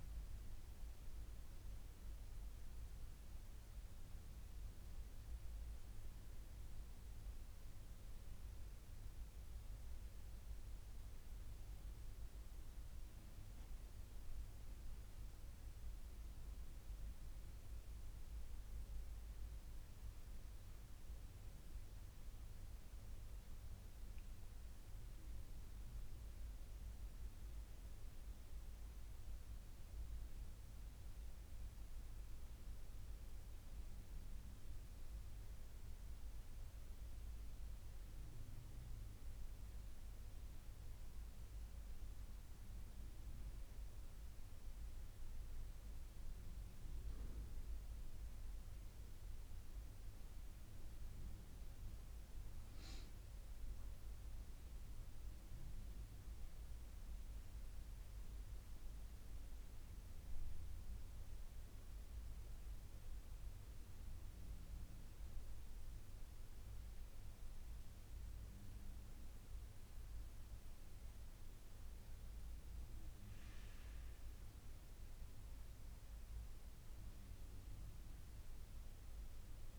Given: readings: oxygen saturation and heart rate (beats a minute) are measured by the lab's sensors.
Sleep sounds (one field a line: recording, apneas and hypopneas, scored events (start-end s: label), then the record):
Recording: breathing in sleep, hard to hear, by a room microphone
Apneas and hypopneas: none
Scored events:
0.00-5.00 s: drop in pulse transit time (device-marked, heart rate 84 extreme)
33.00-42.00 s: drop in pulse transit time (device-marked, heart rate 78 before, 76 extreme)
55.00-67.00 s: drop in pulse transit time (device-marked, heart rate 77 before, 79 extreme)
From the record:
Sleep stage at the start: N1 (lightest sleep)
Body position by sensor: on the right side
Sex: female